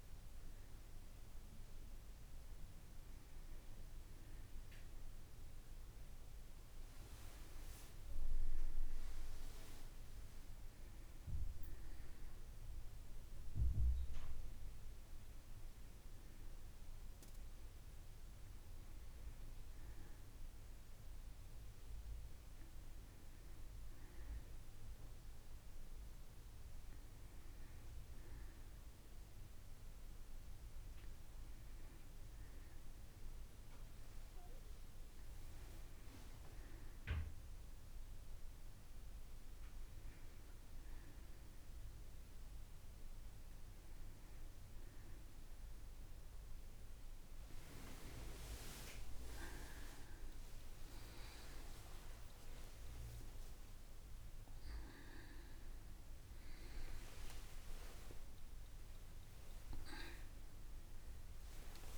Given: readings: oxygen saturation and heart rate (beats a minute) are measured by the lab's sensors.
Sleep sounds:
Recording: breathing in sleep by a room microphone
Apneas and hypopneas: none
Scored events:
1.00-61.00 s: new sleep stage, N2 (light sleep)
61.00-61.98 s: new sleep stage, awake
From the record:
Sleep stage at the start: N1 (lightest sleep)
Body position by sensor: on the right side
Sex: female

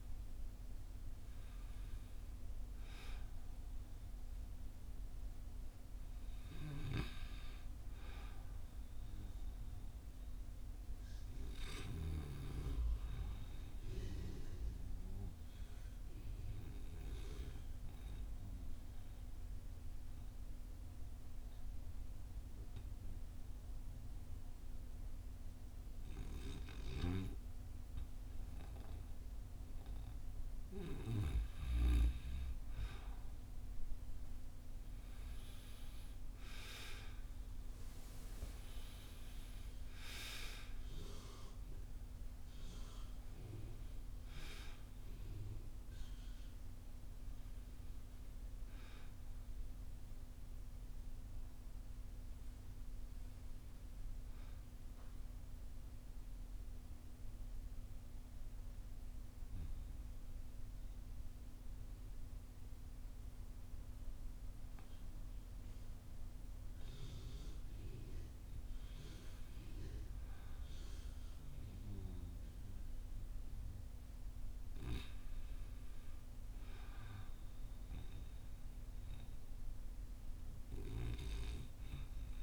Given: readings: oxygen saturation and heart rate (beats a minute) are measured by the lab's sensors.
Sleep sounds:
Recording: breathing in sleep by a room microphone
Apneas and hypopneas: 2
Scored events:
0.00-21.00 s: oxygen desaturation (device-marked, oxygen 95% before, 92% lowest, heart rate 55 before, 52 extreme)
11.00-30.00 s: obstructive apnea (oxygen 96% before, 89% lowest, heart rate 57 before, 52 extreme, up 5 after)
32.50-37.00 s: arousal
36.00-69.00 s: oxygen desaturation (device-marked, oxygen 94% before, 89% lowest, heart rate 55 before, 48 extreme)
55.50-67.50 s: mixed apnea (oxygen 94% before, 89% lowest, heart rate 58 before, 49 extreme, up 11 after)
70.50-75.50 s: arousal
From the record:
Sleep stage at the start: N2 (light sleep)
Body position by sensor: on the back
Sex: male

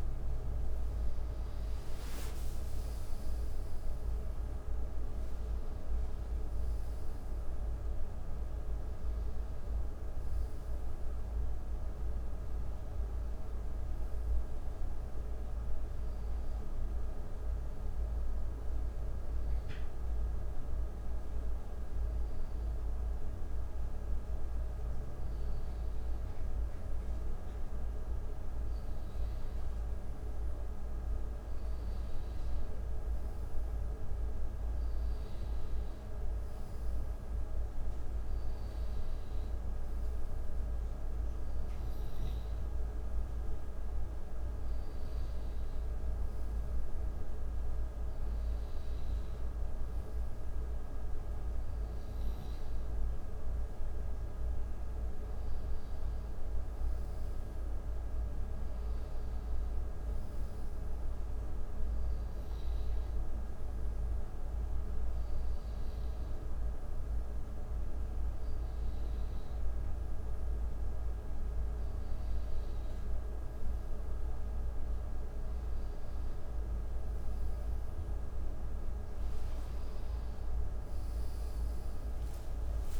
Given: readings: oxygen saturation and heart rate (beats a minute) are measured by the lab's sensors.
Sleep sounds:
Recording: breathing in sleep, hard to hear, by a room microphone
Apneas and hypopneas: 1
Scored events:
4.00-9.00 s: arousal
15.00-27.50 s: hypopnea (oxygen 94% before, 90% lowest, heart rate 73 before, 69 extreme, up 5 after)
29.50-34.00 s: arousal
30.50-47.50 s: oxygen desaturation (device-marked, oxygen 94% before, 90% lowest, heart rate 70 before, 75 extreme)
32.50-83.00 s: new sleep stage, N2 (light sleep)
From the record:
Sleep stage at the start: N1 (lightest sleep)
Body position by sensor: on the right side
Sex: male

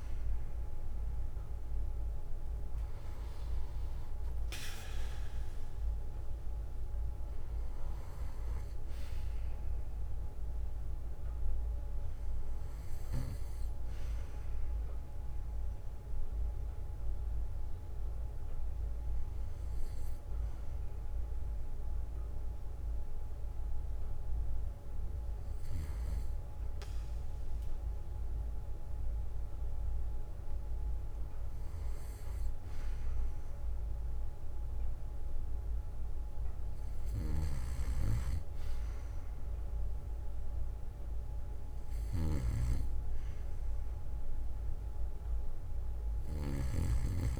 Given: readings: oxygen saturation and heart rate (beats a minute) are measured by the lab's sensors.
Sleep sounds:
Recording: breathing in sleep by a room microphone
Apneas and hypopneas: 1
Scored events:
3.00-33.00 s: new sleep stage, N2 (light sleep)
9.00-11.50 s: arousal
15.00-29.00 s: oxygen desaturation (device-marked, oxygen 97% before, 94% lowest, heart rate 66 before, 57 extreme)
16.50-31.00 s: hypopnea (oxygen 98% before, 93% lowest, heart rate 66 before, 57 extreme, up 11 after)
17.00-25.00 s: bradycardia (device-marked, heart rate 64 before, 56 extreme)
32.50-36.50 s: arousal
33.00-47.39 s: new sleep stage, REM sleep
From the record:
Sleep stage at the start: REM sleep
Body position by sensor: on the back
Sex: male

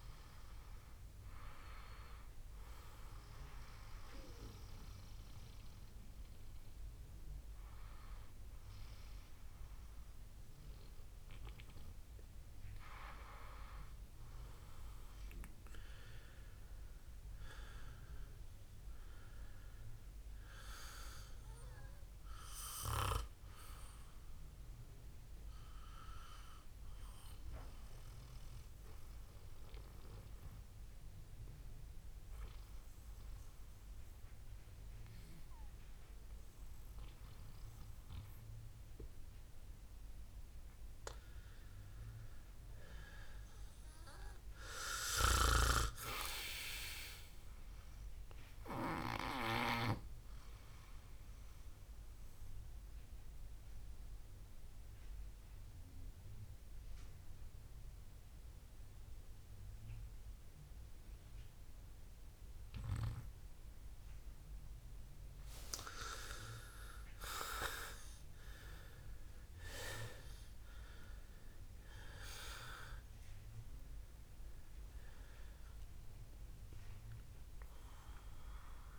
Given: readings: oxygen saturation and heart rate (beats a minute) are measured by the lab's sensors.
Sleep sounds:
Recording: breathing in sleep by a room microphone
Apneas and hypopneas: 2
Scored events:
28.50-41.50 s: hypopnea (oxygen 97% before, 92% lowest, heart rate 71 before, 61 extreme, up 6 after)
44.00-47.50 s: arousal
47.50-49.50 s: long interval between heartbeats (device-marked, heart rate 72 before, 71 extreme)
51.50-65.00 s: mixed apnea (oxygen 97% before, 92% lowest, heart rate 71 before, 61 extreme, up 18 after)
67.00-78.99 s: oxygen desaturation (device-marked, oxygen 97% before, 92% lowest, heart rate 69 before, 63 extreme)
68.50-72.50 s: arousal
From the record:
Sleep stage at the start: N2 (light sleep)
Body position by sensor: on the back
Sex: male

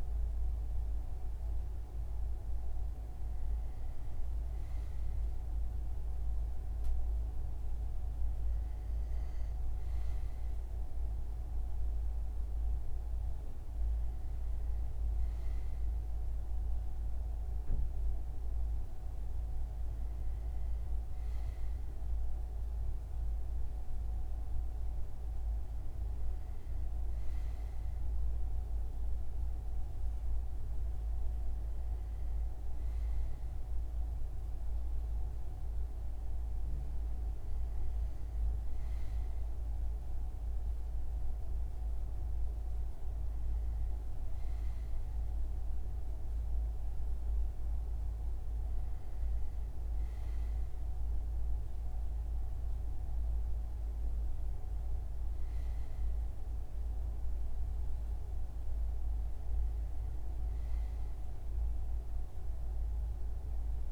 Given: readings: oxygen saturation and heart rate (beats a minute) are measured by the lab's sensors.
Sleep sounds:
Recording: breathing in sleep, hard to hear, by a room microphone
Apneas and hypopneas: none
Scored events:
none scored
From the record:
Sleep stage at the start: N2 (light sleep)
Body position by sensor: on the front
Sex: male

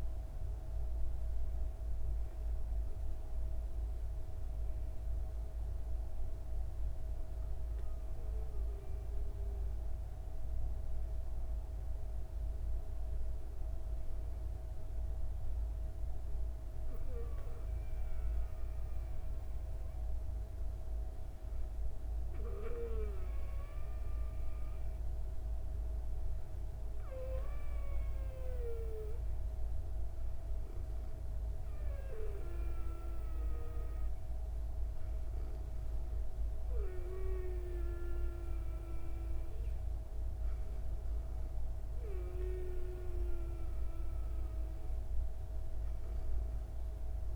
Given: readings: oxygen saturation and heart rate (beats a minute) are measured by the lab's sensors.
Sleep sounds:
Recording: breathing in sleep by a room microphone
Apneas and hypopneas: none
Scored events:
none scored
From the record:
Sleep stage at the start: N2 (light sleep)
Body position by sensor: on the back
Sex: female

